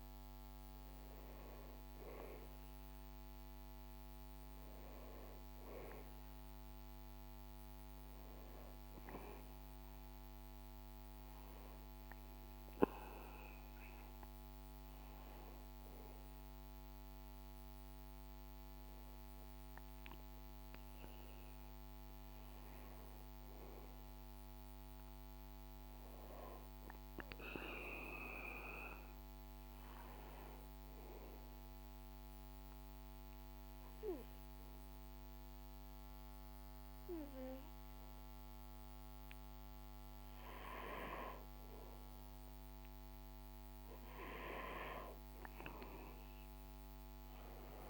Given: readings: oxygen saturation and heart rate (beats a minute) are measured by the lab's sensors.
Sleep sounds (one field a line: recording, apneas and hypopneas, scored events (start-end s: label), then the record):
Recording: breathing in sleep by a microphone on the trachea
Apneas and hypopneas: 1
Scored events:
31.00-41.00 s: obstructive apnea (oxygen 96% before, 93% lowest, heart rate 69 before, 67 extreme, up 3 after)
43.50-47.50 s: arousal
From the record:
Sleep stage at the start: N2 (light sleep)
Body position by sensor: on the back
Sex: male